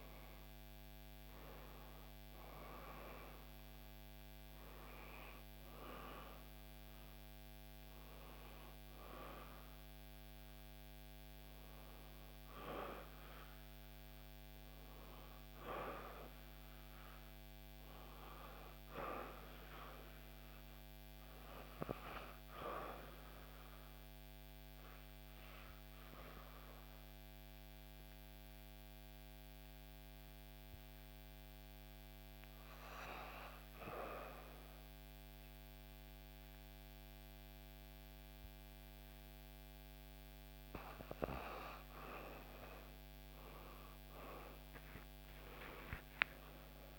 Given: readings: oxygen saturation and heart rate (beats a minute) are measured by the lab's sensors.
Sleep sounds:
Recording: breathing in sleep by a microphone on the trachea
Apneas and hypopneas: 1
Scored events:
16.00-20.00 s: arousal
23.50-39.00 s: obstructive apnea (oxygen 97% before, 94% lowest, heart rate 69 before, 62 extreme, up 4 after)
43.50-46.99 s: oxygen desaturation (device-marked, oxygen 97% before, 94% lowest, heart rate 63 before, 62 extreme)
44.00-46.99 s: arousal
From the record:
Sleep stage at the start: REM sleep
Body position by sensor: on the back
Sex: female

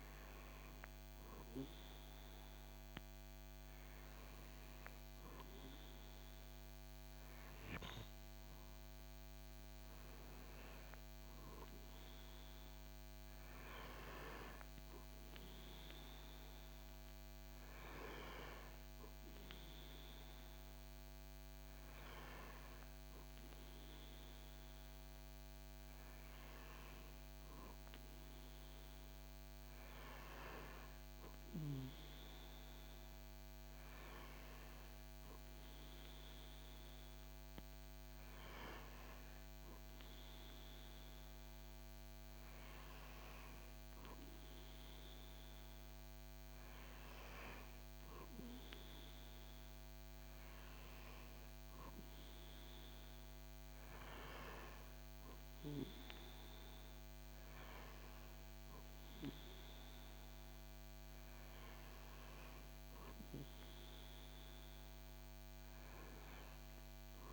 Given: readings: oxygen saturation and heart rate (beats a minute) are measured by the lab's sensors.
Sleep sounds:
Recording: breathing in sleep by a microphone on the trachea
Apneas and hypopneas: none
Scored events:
none scored
From the record:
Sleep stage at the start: N2 (light sleep)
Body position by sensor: on the back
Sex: male

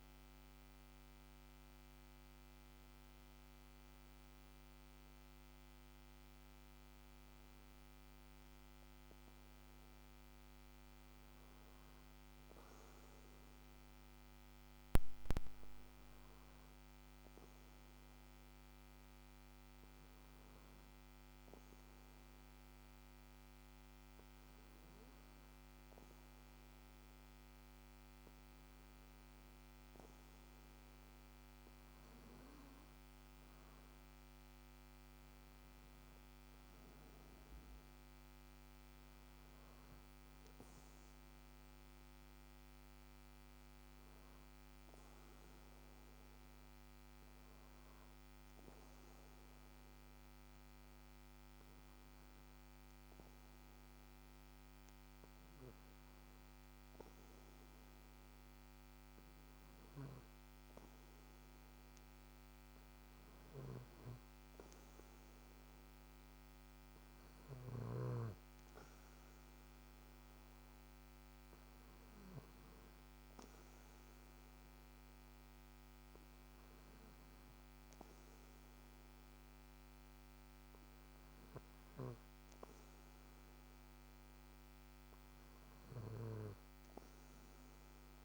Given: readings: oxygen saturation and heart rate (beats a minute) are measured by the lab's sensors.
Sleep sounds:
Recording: breathing in sleep, hard to hear, by a microphone on the trachea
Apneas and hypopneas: 2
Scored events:
0.00-11.00 s: oxygen desaturation (device-marked, oxygen 90% lowest, heart rate 54 extreme)
14.50-30.50 s: hypopnea (oxygen 95% before, 91% lowest, heart rate 57 before, 58 extreme, up 3 after)
31.00-35.00 s: arousal
31.00-56.00 s: oxygen desaturation (device-marked, oxygen 95% before, 91% lowest, heart rate 59 before, 58 extreme)
47.50-60.50 s: hypopnea (oxygen 95% before, 92% lowest, heart rate 61 before, 58 extreme, up 3 after)
61.00-64.00 s: arousal
From the record:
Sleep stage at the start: N2 (light sleep)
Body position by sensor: on the back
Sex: male

